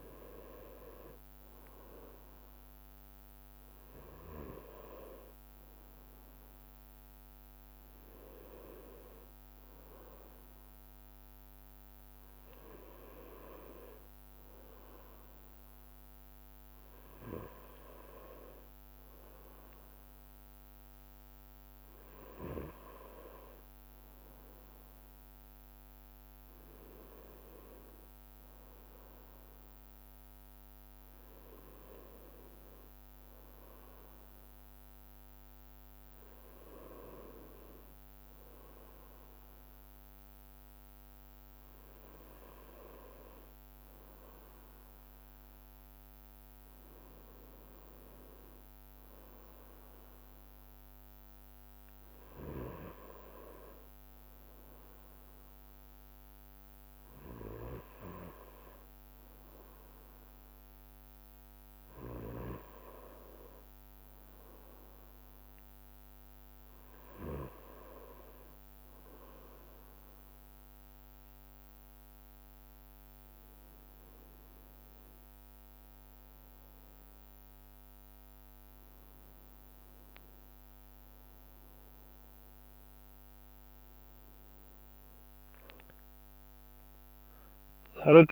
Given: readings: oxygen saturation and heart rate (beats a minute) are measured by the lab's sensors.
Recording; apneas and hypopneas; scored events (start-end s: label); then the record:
breathing in sleep by a microphone on the trachea; none
0.00-1.50 s: long interval between heartbeats (device-marked, heart rate 46 extreme)
0.00-4.50 s: bradycardia (device-marked, heart rate 45 extreme)
23.50-33.50 s: drop in pulse transit time (device-marked, heart rate 61 before, 63 extreme)
31.50-38.50 s: bradycardia (device-marked, heart rate 40 before, 54 extreme)
32.50-34.50 s: long interval between heartbeats (device-marked, heart rate 63 before, 64 extreme)
45.50-55.50 s: drop in pulse transit time (device-marked, heart rate 60 before, 45 extreme)
46.50-53.50 s: bradycardia (device-marked, heart rate 40 before, 45 extreme)
47.00-49.00 s: long interval between heartbeats (device-marked, heart rate 60 before, 63 extreme)
61.50-67.50 s: bradycardia (device-marked, heart rate 41 before, 53 extreme)
62.50-64.50 s: long interval between heartbeats (device-marked, heart rate 57 before, 63 extreme)
65.00-67.00 s: long interval between heartbeats (device-marked, heart rate 57 before, 54 extreme)
79.50-88.32 s: bradycardia (device-marked, heart rate 43 before, 35 extreme)
80.50-82.50 s: long interval between heartbeats (device-marked, heart rate 60 before, 62 extreme)
84.50-86.50 s: long interval between heartbeats (device-marked, heart rate 59 before, 53 extreme)
From the record:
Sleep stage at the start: N2 (light sleep); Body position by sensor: on the right side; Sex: male